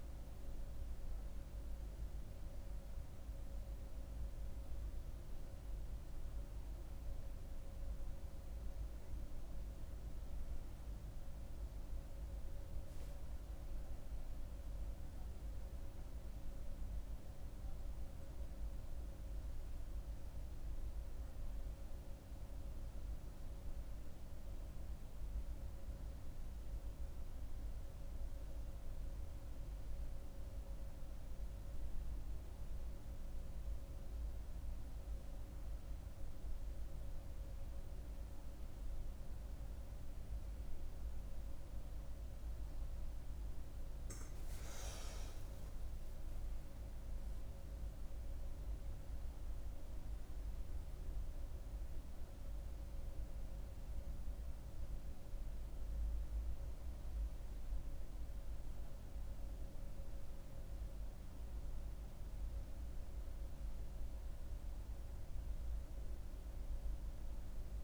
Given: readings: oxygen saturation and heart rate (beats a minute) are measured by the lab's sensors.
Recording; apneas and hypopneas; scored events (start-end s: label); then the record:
breathing in sleep, hard to hear, by a room microphone; 1
0.00-15.00 s: oxygen desaturation (device-marked, oxygen 91% lowest, heart rate 66 extreme)
20.00-43.00 s: mixed apnea (oxygen 98% before, 94% lowest, heart rate 75 before, 66 extreme, up 18 after)
44.00-48.50 s: arousal
47.00-67.84 s: oxygen desaturation (device-marked, oxygen 98% before, 94% lowest, heart rate 70 before, 66 extreme)
From the record:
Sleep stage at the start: N2 (light sleep); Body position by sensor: on the back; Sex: female